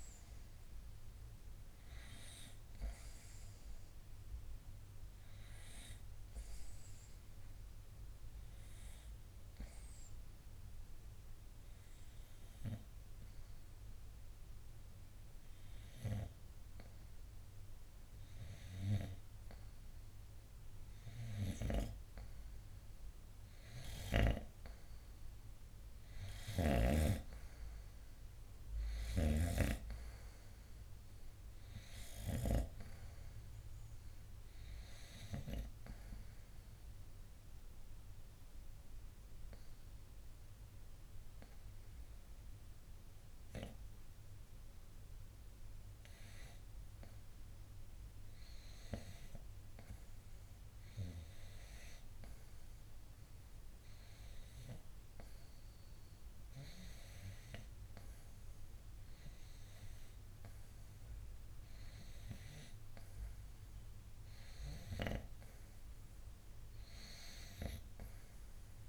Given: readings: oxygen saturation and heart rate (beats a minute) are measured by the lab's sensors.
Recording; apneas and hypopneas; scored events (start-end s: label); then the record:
breathing in sleep by a room microphone; 2
4.00-19.50 s: hypopnea (oxygen 98% before, 89% lowest, heart rate 70 before, 64 extreme, up 1 after)
22.00-26.00 s: arousal
24.50-55.50 s: oxygen desaturation (device-marked, oxygen 98% before, 89% lowest, heart rate 69 before, 64 extreme)
37.50-48.00 s: obstructive apnea (oxygen 98% before, 89% lowest, heart rate 70 before, 64 extreme, up 1 after)
54.50-58.50 s: arousal
From the record:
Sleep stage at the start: REM sleep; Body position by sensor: on the front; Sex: male